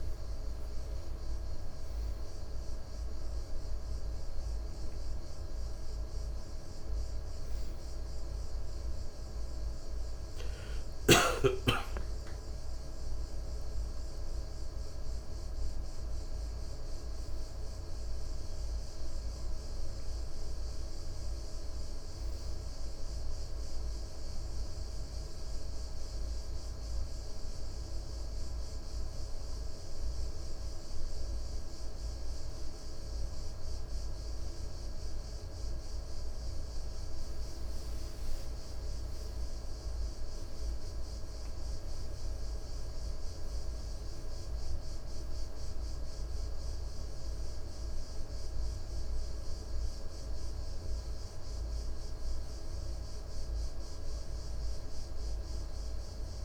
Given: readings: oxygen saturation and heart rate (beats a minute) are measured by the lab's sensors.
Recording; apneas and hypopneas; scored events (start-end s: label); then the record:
a person partly awake in a sleep study, hard to hear, by a room microphone; none
17.00-56.45 s: new sleep stage, N1 (lightest sleep)
From the record:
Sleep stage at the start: awake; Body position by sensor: on the right side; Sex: male